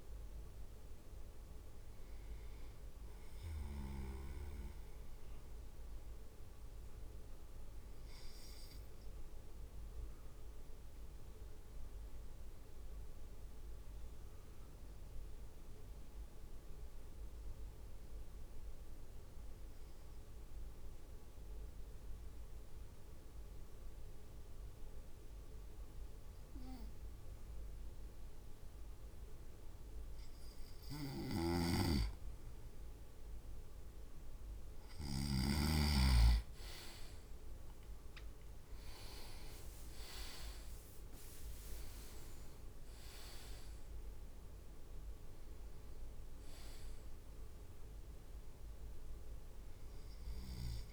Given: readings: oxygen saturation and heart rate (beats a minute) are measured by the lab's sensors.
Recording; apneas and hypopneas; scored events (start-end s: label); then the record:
breathing in sleep by a room microphone; 1
10.00-31.50 s: mixed apnea (oxygen 99% before, 97% lowest)
31.00-35.50 s: snoring (device-marked)
37.00-42.00 s: arousal
40.00-45.00 s: leg movement (device-marked)
From the record:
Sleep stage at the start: N2 (light sleep); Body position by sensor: on the right side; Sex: male